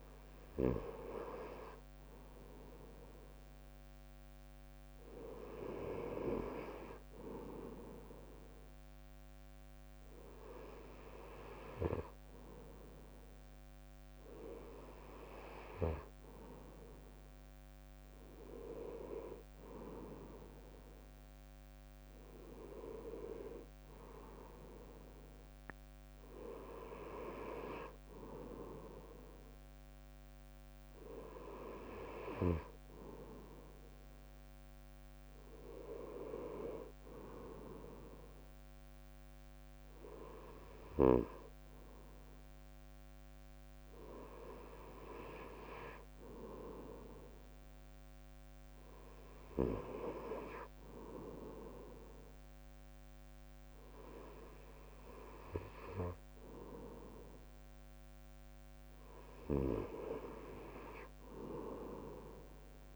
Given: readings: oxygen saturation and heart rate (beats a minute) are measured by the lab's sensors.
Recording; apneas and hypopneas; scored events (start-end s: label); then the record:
breathing in sleep by a microphone on the trachea; none
none scored
From the record:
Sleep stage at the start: N2 (light sleep); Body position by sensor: on the back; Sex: male